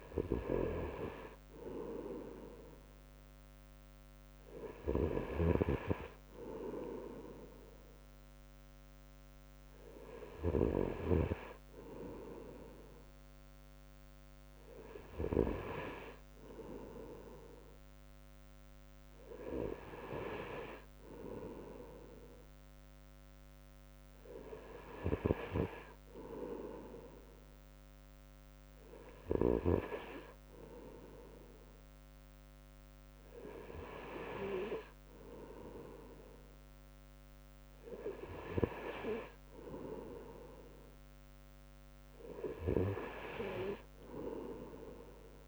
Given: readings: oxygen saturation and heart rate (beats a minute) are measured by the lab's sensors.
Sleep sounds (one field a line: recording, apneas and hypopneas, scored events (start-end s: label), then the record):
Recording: breathing in sleep by a microphone on the trachea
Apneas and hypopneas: none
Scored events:
none scored
From the record:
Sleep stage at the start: N2 (light sleep)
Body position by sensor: on the right side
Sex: male